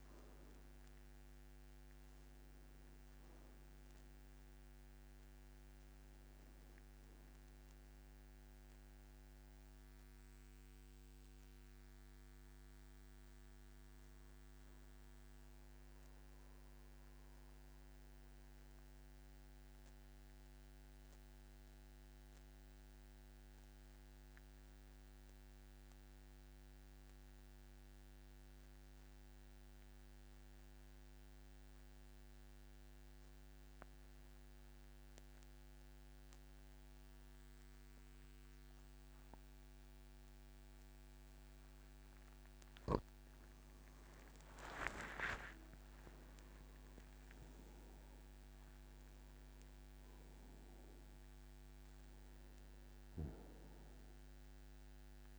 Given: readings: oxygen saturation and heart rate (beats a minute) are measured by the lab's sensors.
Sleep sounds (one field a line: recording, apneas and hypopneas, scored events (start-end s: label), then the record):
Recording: breathing in sleep, hard to hear, by a microphone on the trachea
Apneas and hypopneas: 1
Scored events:
0.00-22.00 s: oxygen desaturation (device-marked, oxygen 89% lowest, heart rate 47 extreme)
15.50-42.50 s: mixed apnea (oxygen 97% before, 89% lowest, heart rate 68 before, 47 extreme, up 26 after)
41.00-55.38 s: oxygen desaturation (device-marked, oxygen 99% before, 89% lowest, heart rate 51 before, 50 extreme)
44.50-49.00 s: arousal
45.50-47.50 s: long interval between heartbeats (device-marked, heart rate 52 before, 69 extreme)
From the record:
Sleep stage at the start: N2 (light sleep)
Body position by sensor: on the back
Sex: male